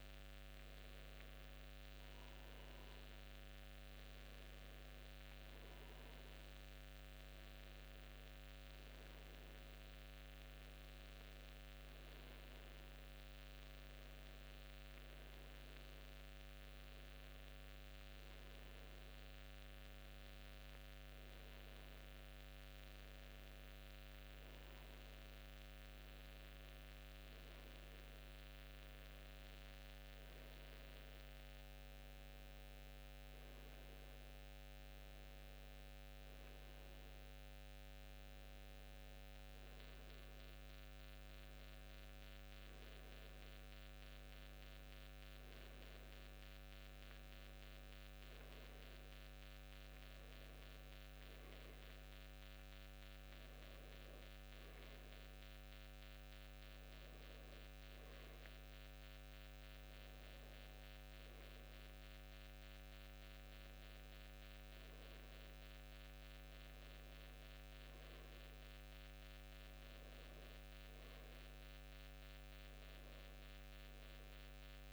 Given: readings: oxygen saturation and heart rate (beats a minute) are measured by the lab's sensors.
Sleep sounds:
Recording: breathing in sleep, hard to hear, by a microphone on the trachea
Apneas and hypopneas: none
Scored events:
44.00-74.93 s: new sleep stage, N2 (light sleep)
From the record:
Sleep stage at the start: N1 (lightest sleep)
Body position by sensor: on the back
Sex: male

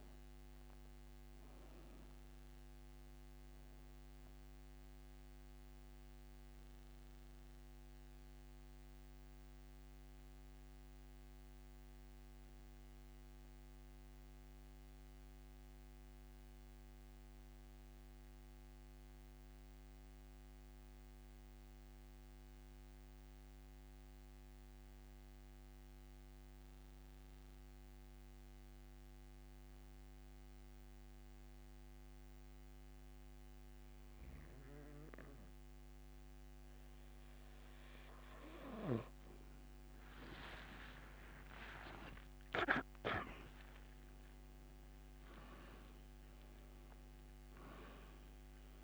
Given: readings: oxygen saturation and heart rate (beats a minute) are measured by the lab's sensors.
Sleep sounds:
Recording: breathing in sleep by a microphone on the trachea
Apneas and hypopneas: 1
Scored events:
6.00-36.00 s: oxygen desaturation (device-marked, oxygen 95% before, 87% lowest, heart rate 82 before, 65 extreme)
6.00-37.50 s: central apnea (oxygen 98% before, 87% lowest, heart rate 82 before, 65 extreme, up 30 after)
41.50-45.50 s: arousal
From the record:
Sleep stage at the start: N2 (light sleep)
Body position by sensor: on the back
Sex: male

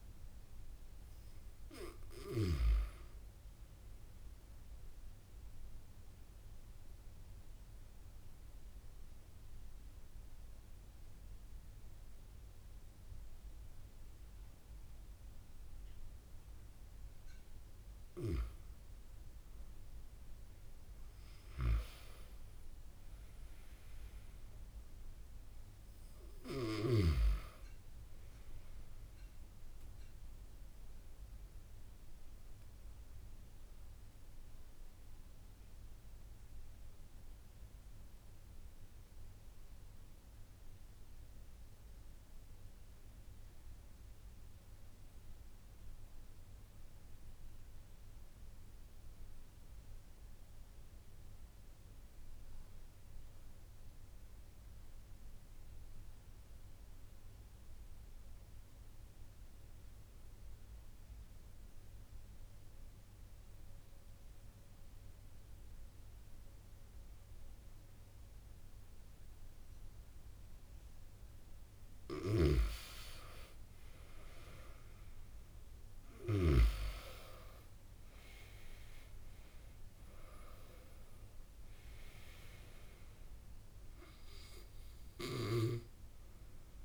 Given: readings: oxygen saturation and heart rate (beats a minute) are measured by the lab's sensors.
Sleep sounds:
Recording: breathing in sleep by a room microphone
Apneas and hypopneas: 2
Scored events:
5.00-18.00 s: obstructive apnea (oxygen 98% before, 91% lowest)
19.50-23.50 s: arousal
30.50-70.50 s: obstructive apnea (oxygen 97% before, 89% lowest)
55.50-86.85 s: oxygen desaturation (device-marked, oxygen 97% before, 89% lowest)
71.50-75.50 s: arousal
From the record:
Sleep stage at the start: N1 (lightest sleep)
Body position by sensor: on the back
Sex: male

